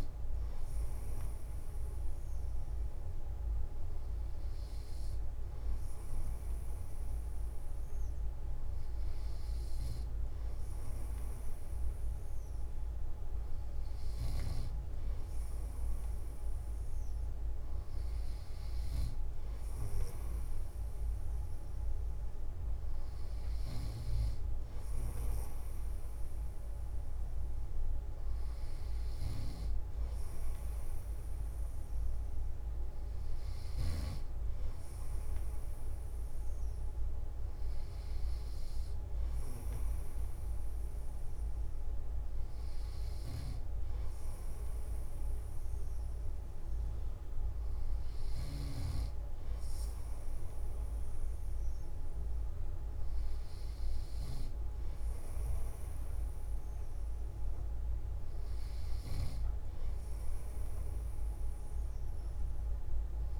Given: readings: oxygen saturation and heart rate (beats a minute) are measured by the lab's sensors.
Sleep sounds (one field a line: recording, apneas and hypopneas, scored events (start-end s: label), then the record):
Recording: breathing in sleep, hard to hear, by a room microphone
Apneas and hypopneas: none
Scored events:
none scored
From the record:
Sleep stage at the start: N3 (deep sleep)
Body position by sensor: on the back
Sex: male